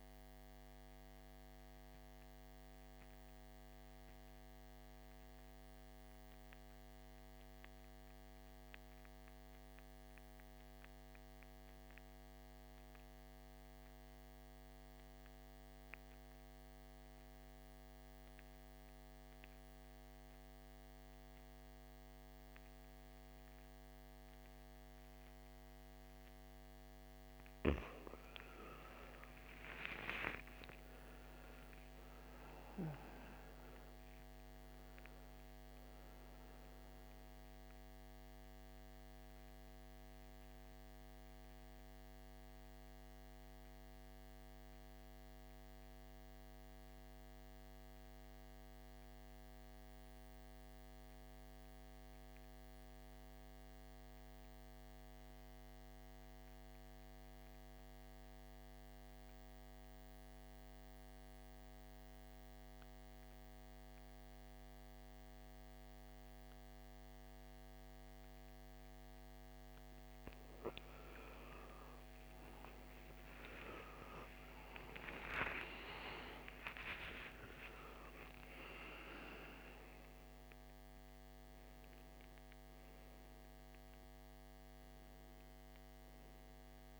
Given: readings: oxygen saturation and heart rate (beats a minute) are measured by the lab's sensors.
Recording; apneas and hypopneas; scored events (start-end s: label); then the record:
breathing in sleep by a microphone on the trachea; 2
0.00-13.50 s: oxygen desaturation (device-marked, oxygen 85% lowest, heart rate 55 extreme)
2.00-26.50 s: mixed apnea (oxygen 99% before, 82% lowest, heart rate 66 before, 55 extreme, up 17 after)
24.50-52.50 s: oxygen desaturation (device-marked, oxygen 99% before, 86% lowest, heart rate 56 before, 56 extreme)
29.00-34.00 s: arousal
39.50-69.50 s: mixed apnea (oxygen 99% before, 81% lowest, heart rate 64 before, 56 extreme, up 32 after)
66.50-86.99 s: oxygen desaturation (device-marked, oxygen 99% before, 81% lowest, heart rate 58 before, 55 extreme)
73.50-79.50 s: arousal
From the record:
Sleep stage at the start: N2 (light sleep); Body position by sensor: on the back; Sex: male